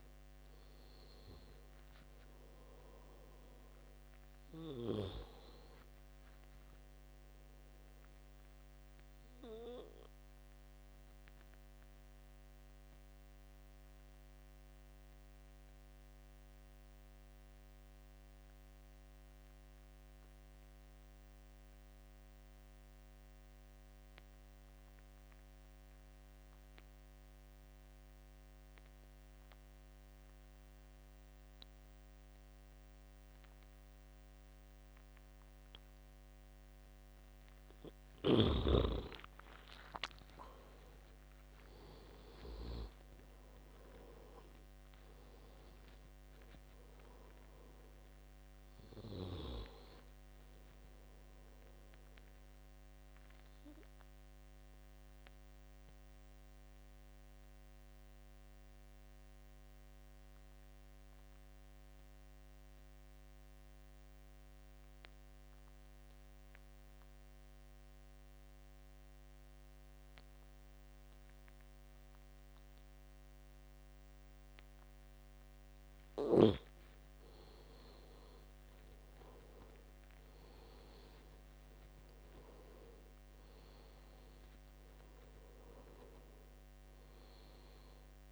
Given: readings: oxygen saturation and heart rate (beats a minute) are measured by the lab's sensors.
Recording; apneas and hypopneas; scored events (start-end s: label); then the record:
breathing in sleep by a microphone on the trachea; 2
0.00-2.50 s: arousal
9.00-36.50 s: obstructive apnea (oxygen 97% before, 80% lowest, heart rate 80 before, 65 extreme, up 15 after)
12.00-22.00 s: oxygen desaturation (device-marked, oxygen 95% before, 90% lowest, heart rate 83 before, 65 extreme)
31.00-71.00 s: oxygen desaturation (device-marked, oxygen 97% before, 80% lowest, heart rate 71 before, 71 extreme)
39.00-43.50 s: arousal
54.00-76.00 s: obstructive apnea (oxygen 97% before, 80% lowest, heart rate 78 before, 71 extreme, up 11 after)
73.00-88.32 s: oxygen desaturation (device-marked, oxygen 98% before, 81% lowest, heart rate 75 before, 71 extreme)
77.50-81.50 s: arousal
From the record:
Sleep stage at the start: N2 (light sleep); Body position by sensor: on the back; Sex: male